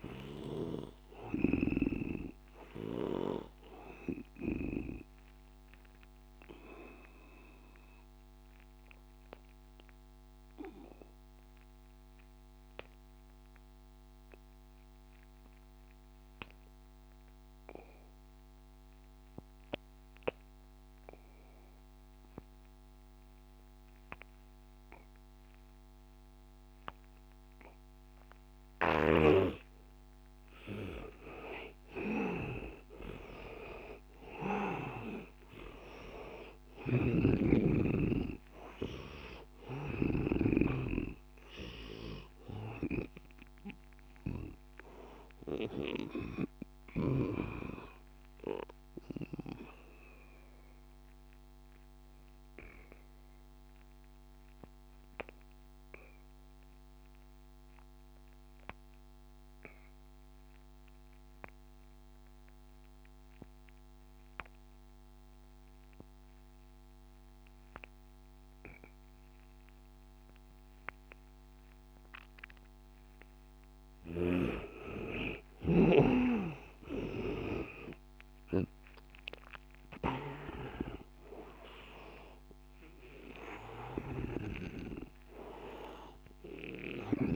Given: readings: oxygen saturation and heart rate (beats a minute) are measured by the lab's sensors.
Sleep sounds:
breathing in sleep by a microphone on the trachea; 2
0.00-16.50 s: oxygen desaturation (device-marked, oxygen 86% lowest, heart rate 80 extreme)
1.50-5.00 s: snoring (device-marked)
5.50-30.00 s: obstructive apnea (oxygen 100% before, 82% lowest, heart rate 92 before, 80 extreme, up 12 after)
25.50-56.50 s: oxygen desaturation (device-marked, oxygen 99% before, 82% lowest, heart rate 84 before, 79 extreme)
31.50-35.50 s: arousal
36.50-40.00 s: snoring (device-marked)
46.50-73.00 s: obstructive apnea (oxygen 99% before, 82% lowest, heart rate 90 before, 79 extreme, up 12 after)
68.50-87.36 s: oxygen desaturation (device-marked, oxygen 99% before, 83% lowest, heart rate 91 before, 82 extreme)
77.00-80.50 s: arousal
84.00-87.36 s: snoring (device-marked)
From the record:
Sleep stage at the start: N2 (light sleep); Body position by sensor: on the back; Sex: male

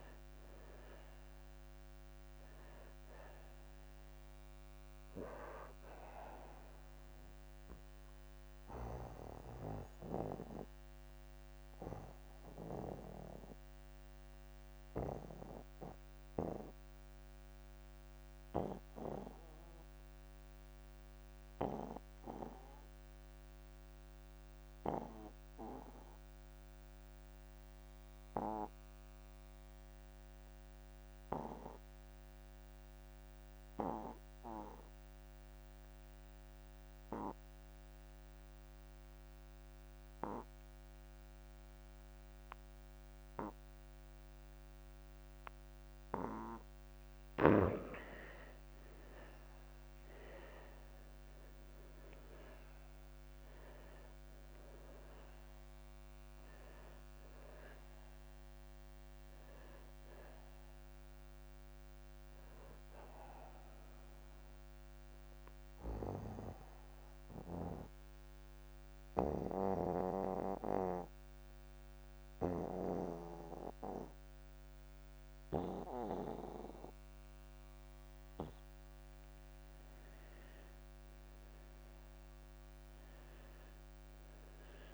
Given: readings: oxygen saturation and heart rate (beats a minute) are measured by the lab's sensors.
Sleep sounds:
breathing in sleep by a microphone on the trachea; 2
0.00-22.00 s: oxygen desaturation (device-marked, oxygen 78% lowest)
9.50-47.00 s: obstructive apnea (oxygen 96% before, 76% lowest)
38.00-81.00 s: oxygen desaturation (device-marked, oxygen 99% before, 76% lowest)
51.00-55.00 s: arousal
65.50-80.50 s: obstructive apnea (oxygen 97% before, 76% lowest)
83.00-84.94 s: arousal
From the record:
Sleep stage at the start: N2 (light sleep); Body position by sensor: on the back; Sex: male

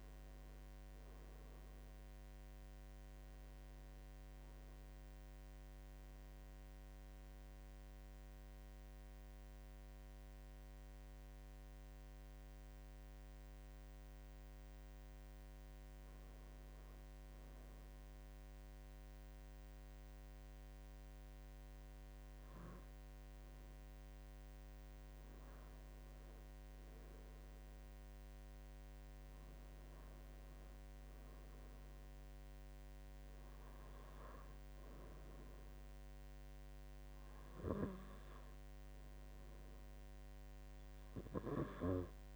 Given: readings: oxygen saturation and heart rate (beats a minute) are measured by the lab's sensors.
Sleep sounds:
breathing in sleep, hard to hear, by a microphone on the trachea; none
0.00-16.50 s: oxygen desaturation (device-marked, oxygen 90% lowest, heart rate 69 extreme)
29.50-42.36 s: oxygen desaturation (device-marked, oxygen 98% before, 94% lowest, heart rate 76 before, 75 extreme)
From the record:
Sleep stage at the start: N2 (light sleep); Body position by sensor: on the right side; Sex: male

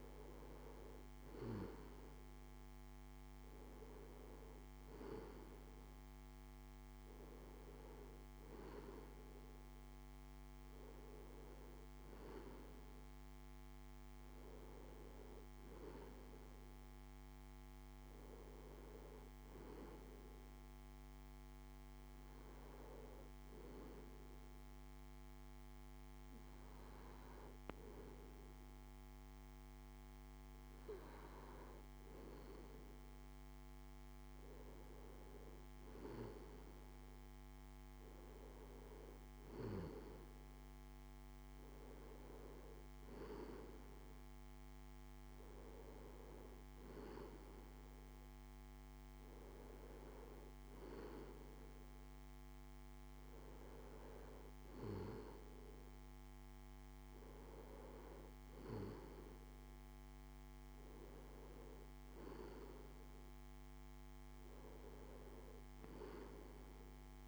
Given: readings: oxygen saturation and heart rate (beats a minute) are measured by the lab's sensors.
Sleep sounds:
breathing in sleep by a microphone on the trachea; none
none scored
From the record:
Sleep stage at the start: N2 (light sleep); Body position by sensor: on the left side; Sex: male

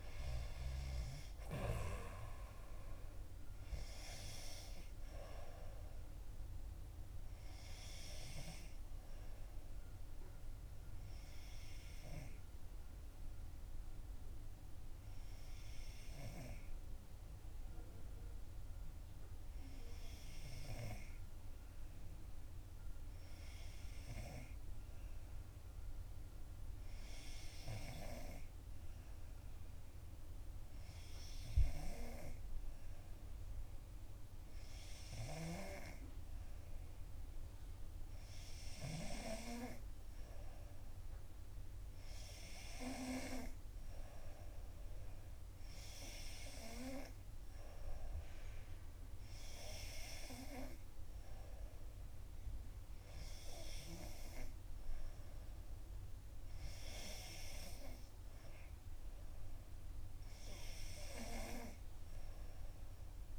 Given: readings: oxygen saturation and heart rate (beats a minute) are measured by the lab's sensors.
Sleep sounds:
breathing in sleep by a room microphone; 1
0.00-18.00 s: oxygen desaturation (device-marked, oxygen 91% lowest, heart rate 56 extreme)
12.00-24.50 s: hypopnea (oxygen 96% before, 91% lowest, heart rate 62 before, 56 extreme, up 6 after)
25.50-30.00 s: arousal
37.00-63.39 s: oxygen desaturation (device-marked, oxygen 95% before, 91% lowest, heart rate 59 before, 61 extreme)
From the record:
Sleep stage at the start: N2 (light sleep); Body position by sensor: on the back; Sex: female

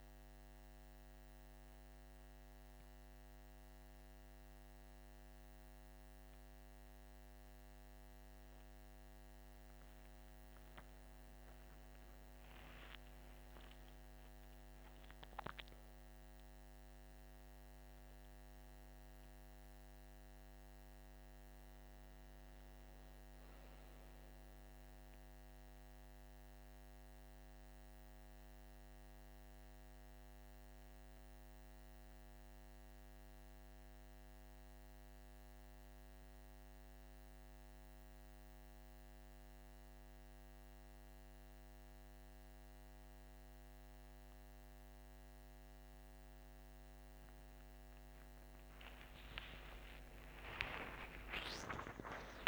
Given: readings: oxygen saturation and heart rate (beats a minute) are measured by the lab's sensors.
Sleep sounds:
breathing in sleep by a microphone on the trachea; none
12.50-16.00 s: arousal
48.50-52.48 s: arousal
From the record:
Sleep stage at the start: N1 (lightest sleep); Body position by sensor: on the back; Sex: male

